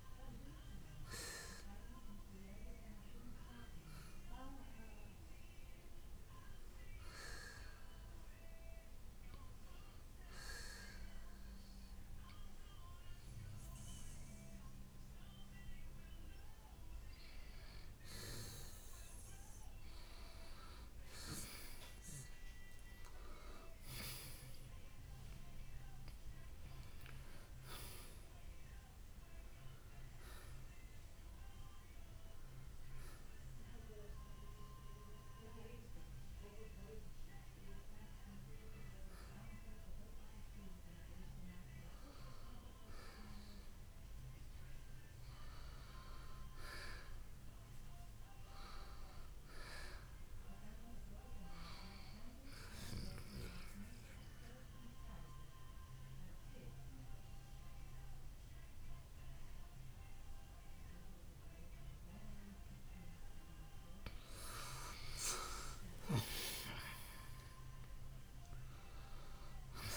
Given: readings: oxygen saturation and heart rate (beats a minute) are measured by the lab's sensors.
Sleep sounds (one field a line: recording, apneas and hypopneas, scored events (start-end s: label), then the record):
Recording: breathing in sleep by a room microphone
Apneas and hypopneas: 3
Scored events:
0.00-9.00 s: oxygen desaturation (device-marked, oxygen 87% lowest, heart rate 60 extreme)
7.00-19.00 s: hypopnea (oxygen 90% before, 86% lowest, heart rate 67 before, 59 extreme, up 5 after)
22.00-26.00 s: arousal
30.00-41.50 s: hypopnea (oxygen 92% before, 86% lowest, heart rate 64 before, 50 extreme, up 1 after)
43.00-58.00 s: oxygen desaturation (device-marked, oxygen 91% before, 86% lowest, heart rate 64 before, 50 extreme)
46.00-49.50 s: arousal
53.50-64.50 s: central apnea (oxygen 91% before, 87% lowest, heart rate 61 before, 50 extreme, up 17 after)
67.00-69.97 s: arousal
From the record:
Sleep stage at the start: N2 (light sleep)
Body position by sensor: on the right side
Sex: male